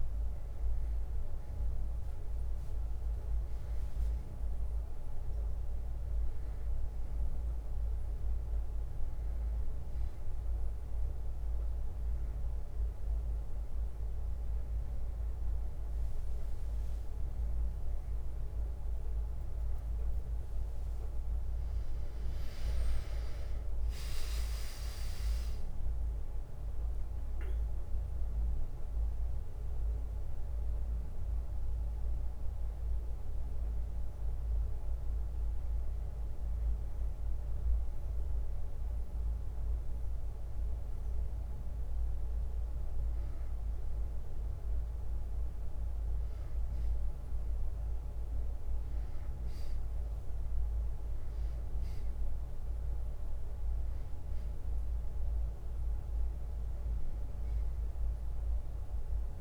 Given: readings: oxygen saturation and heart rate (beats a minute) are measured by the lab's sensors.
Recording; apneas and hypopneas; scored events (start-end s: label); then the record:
breathing in sleep, hard to hear, by a room microphone; none
16.50-18.50 s: long interval between heartbeats (device-marked, heart rate 62 before, 78 extreme)
17.50-22.00 s: arousal
27.00-41.00 s: drop in pulse transit time (device-marked, heart rate 67 before, 62 extreme)
44.00-46.00 s: long interval between heartbeats (device-marked, heart rate 63 before, 63 extreme)
55.00-59.41 s: bradycardia (device-marked, heart rate 62 before, 59 extreme)
From the record:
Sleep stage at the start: N2 (light sleep); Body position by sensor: on the back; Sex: male